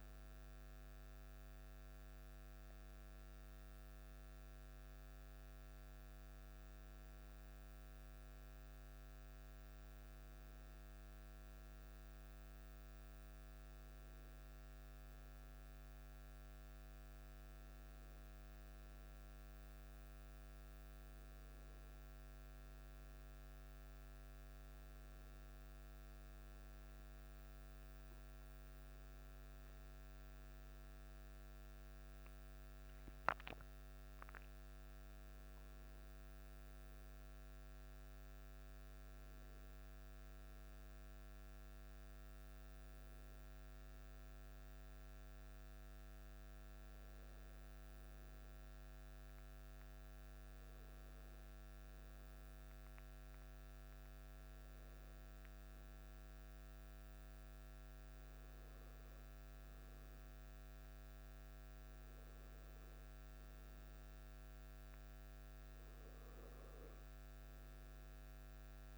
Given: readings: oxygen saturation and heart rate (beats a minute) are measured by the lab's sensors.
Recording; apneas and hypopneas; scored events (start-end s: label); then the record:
breathing in sleep, hard to hear, by a microphone on the trachea; none
31.00-34.50 s: arousal
50.00-68.97 s: new sleep stage, N2 (light sleep)
From the record:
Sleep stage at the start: N1 (lightest sleep); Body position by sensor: on the back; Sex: male